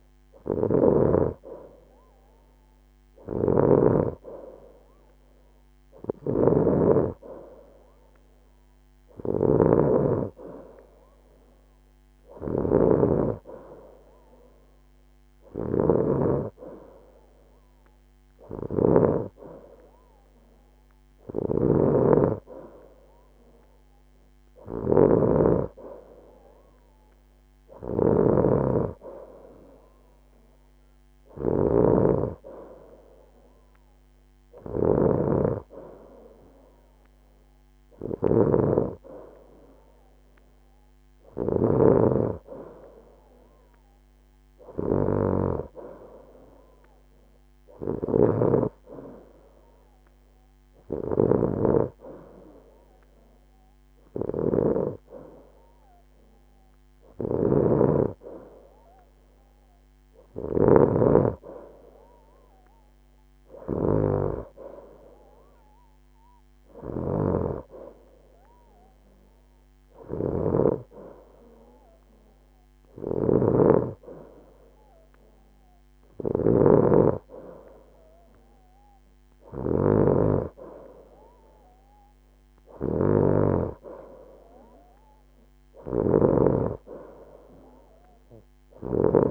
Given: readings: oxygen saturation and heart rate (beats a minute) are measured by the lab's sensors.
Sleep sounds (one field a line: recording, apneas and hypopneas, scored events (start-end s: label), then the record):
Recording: breathing in sleep by a microphone on the trachea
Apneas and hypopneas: none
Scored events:
none scored
From the record:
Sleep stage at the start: N2 (light sleep)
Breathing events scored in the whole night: 153 in 5.4 hours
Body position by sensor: on the right side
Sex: female